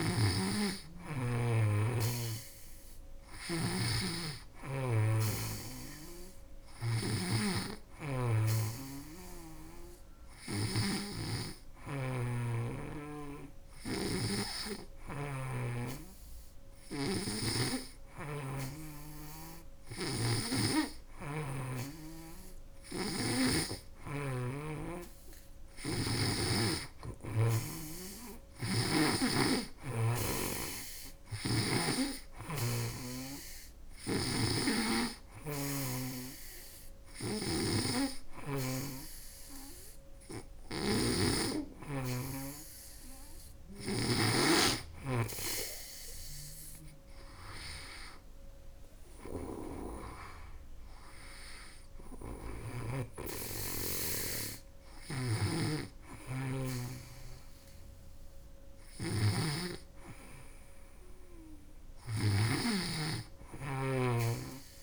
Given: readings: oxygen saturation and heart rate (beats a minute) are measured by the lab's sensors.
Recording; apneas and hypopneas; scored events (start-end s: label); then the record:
breathing in sleep by a room microphone; none
0.00-20.00 s: snoring (device-marked)
22.00-28.50 s: snoring (device-marked)
30.50-43.50 s: snoring (device-marked)
54.50-64.83 s: snoring (device-marked)
From the record:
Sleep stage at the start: N2 (light sleep); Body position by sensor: on the back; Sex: female